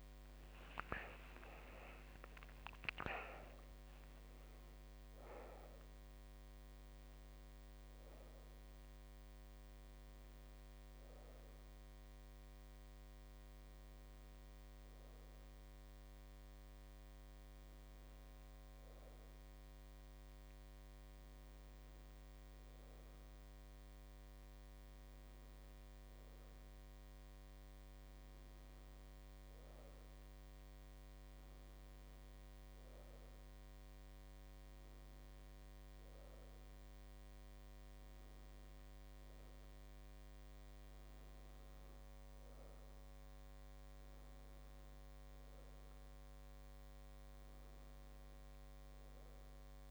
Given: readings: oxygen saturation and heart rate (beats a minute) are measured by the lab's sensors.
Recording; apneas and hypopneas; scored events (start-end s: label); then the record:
a person partly awake in a sleep study, by a microphone on the trachea; none
17.50-49.91 s: new sleep stage, N1 (lightest sleep)
From the record:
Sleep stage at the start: awake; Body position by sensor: on the back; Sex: female